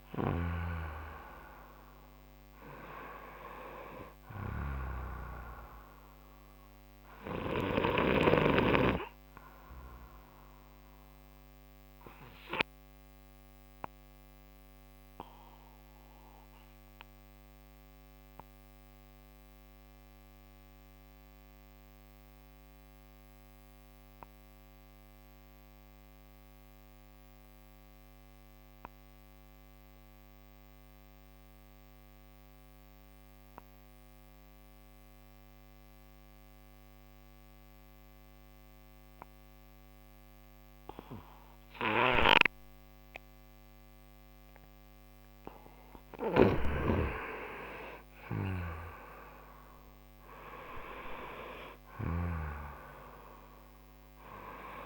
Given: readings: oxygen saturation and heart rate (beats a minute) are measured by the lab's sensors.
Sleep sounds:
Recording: breathing in sleep by a microphone on the trachea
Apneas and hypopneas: 1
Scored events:
0.00-1.00 s: arousal
0.00-1.00 s: snoring (device-marked)
0.00-25.00 s: oxygen desaturation (device-marked, oxygen 90% lowest)
11.00-45.00 s: obstructive apnea (oxygen 98% before, 88% lowest)
40.00-54.86 s: oxygen desaturation (device-marked, oxygen 97% before, 88% lowest)
46.50-51.50 s: arousal
46.50-52.50 s: snoring (device-marked)
From the record:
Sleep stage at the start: N2 (light sleep)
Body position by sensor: on the right side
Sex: male

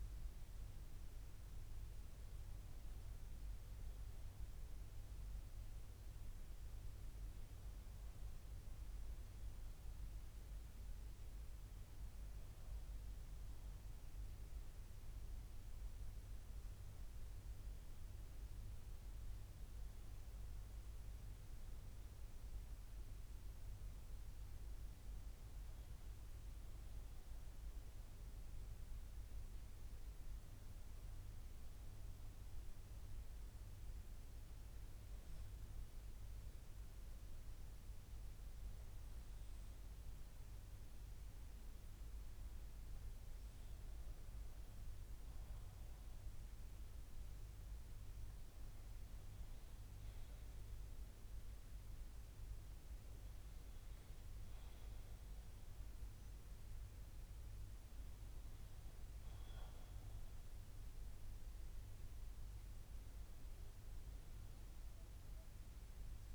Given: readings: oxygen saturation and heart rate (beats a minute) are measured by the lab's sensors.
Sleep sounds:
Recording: breathing in sleep, hard to hear, by a room microphone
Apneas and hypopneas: none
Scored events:
none scored
From the record:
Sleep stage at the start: REM sleep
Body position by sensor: on the back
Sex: male

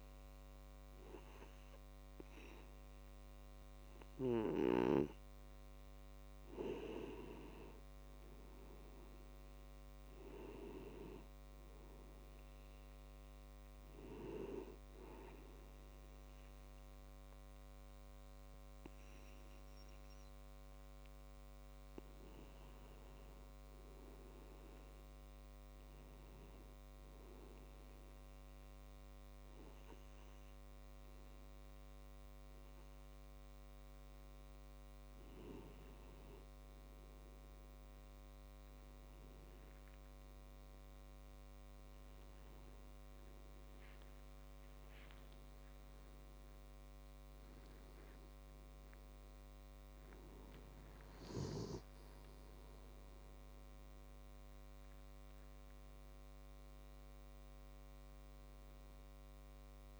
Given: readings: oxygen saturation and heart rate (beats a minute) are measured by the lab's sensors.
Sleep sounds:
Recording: breathing in sleep by a microphone on the trachea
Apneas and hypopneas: none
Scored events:
0.00-16.00 s: oxygen desaturation (device-marked, oxygen 97% before, 93% lowest, heart rate 54 before, 54 extreme)
29.00-59.00 s: new sleep stage, N1 (lightest sleep)
44.00-51.00 s: tachycardia (device-marked, heart rate 30 before, 148 extreme)
52.00-60.00 s: tachycardia (device-marked, heart rate 32 before, 160 extreme)
59.00-60.00 s: new sleep stage, awake
From the record:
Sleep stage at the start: N2 (light sleep)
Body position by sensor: on the back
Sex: male

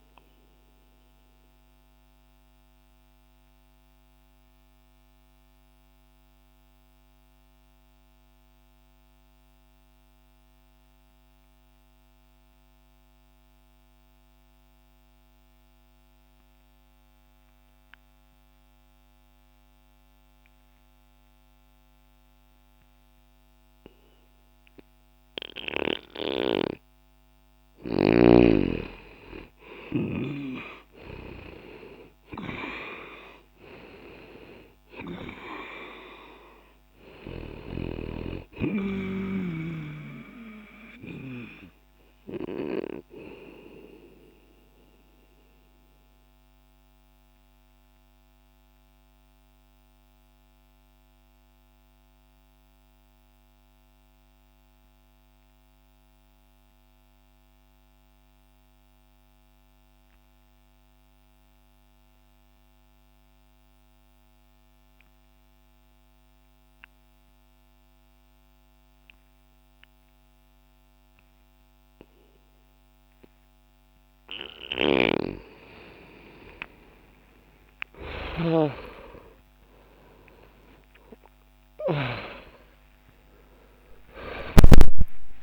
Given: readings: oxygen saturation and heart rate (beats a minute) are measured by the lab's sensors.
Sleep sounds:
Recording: breathing in sleep by a microphone on the trachea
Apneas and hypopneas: 2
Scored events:
1.00-27.00 s: mixed apnea (oxygen 97% before, 84% lowest, heart rate 68 before, 60 extreme, up 19 after)
11.00-27.00 s: oxygen desaturation (device-marked, oxygen 92% before, 84% lowest, heart rate 63 before, 60 extreme)
29.00-33.50 s: arousal
44.00-74.50 s: obstructive apnea (oxygen 98% before, 86% lowest, heart rate 70 before, 60 extreme)
56.00-67.00 s: oxygen desaturation (device-marked, oxygen 95% before, 86% lowest, heart rate 60 before, 69 extreme)
68.00-85.43 s: new sleep stage, awake
74.50-82.00 s: snoring (device-marked)
From the record:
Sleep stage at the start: N2 (light sleep)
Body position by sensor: on the back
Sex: male

